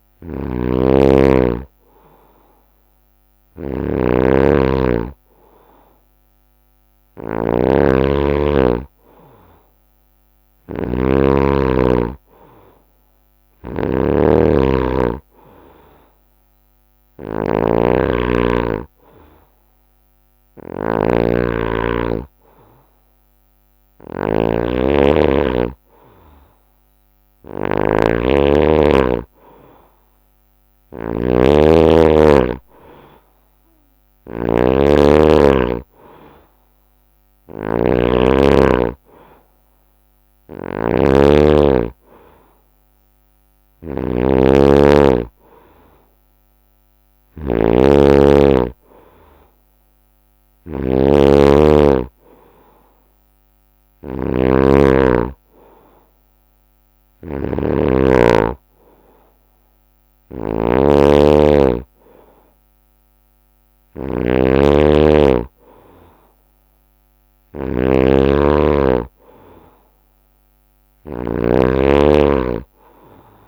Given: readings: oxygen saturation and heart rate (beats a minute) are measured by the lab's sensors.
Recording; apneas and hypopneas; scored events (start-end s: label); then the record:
breathing in sleep by a microphone on the trachea; none
0.00-6.00 s: oxygen desaturation (device-marked, oxygen 93% before, 90% lowest, heart rate 68 before, 63 extreme)
0.00-73.48 s: snoring (device-marked)
From the record:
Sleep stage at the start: N2 (light sleep); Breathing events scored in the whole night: 200 in 4.2 hours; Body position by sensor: on the right side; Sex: male